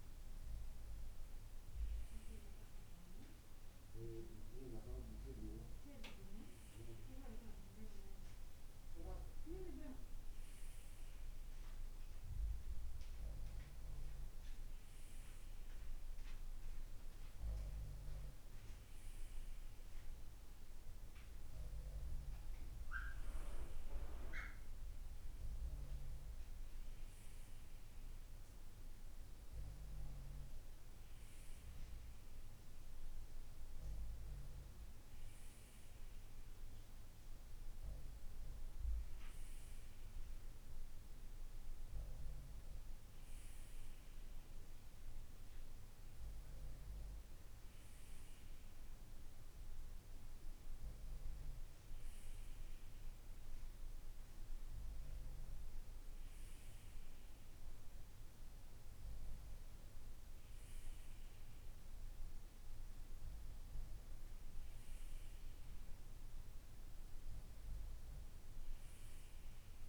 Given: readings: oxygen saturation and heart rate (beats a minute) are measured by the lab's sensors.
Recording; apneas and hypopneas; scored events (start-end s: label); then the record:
breathing in sleep by a room microphone; none
none scored
From the record:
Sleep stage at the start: N2 (light sleep); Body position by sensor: on the right side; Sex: male